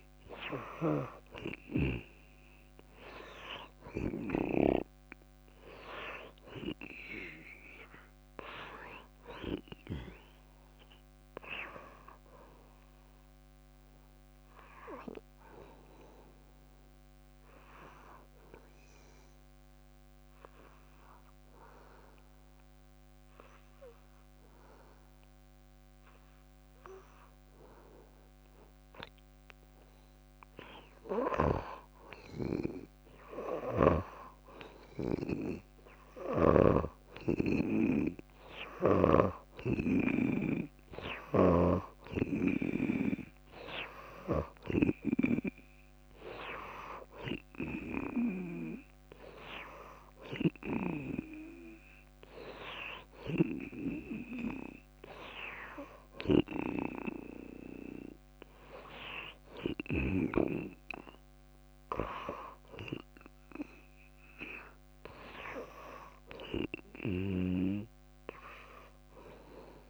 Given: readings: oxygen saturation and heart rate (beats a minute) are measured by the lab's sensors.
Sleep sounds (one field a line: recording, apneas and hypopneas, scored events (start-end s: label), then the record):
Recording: breathing in sleep by a microphone on the trachea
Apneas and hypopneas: 1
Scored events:
0.00-8.50 s: oxygen desaturation (device-marked, oxygen 86% lowest, heart rate 57 extreme)
17.00-29.00 s: obstructive apnea (oxygen 97% before, 87% lowest, heart rate 65 before, 62 extreme, up 3 after)
30.50-63.50 s: oxygen desaturation (device-marked, oxygen 95% before, 87% lowest, heart rate 61 before, 59 extreme)
33.00-37.00 s: arousal
39.50-49.50 s: drop in pulse transit time (device-marked, heart rate 63 before, 66 extreme)
From the record:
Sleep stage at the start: N2 (light sleep)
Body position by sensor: on the back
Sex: female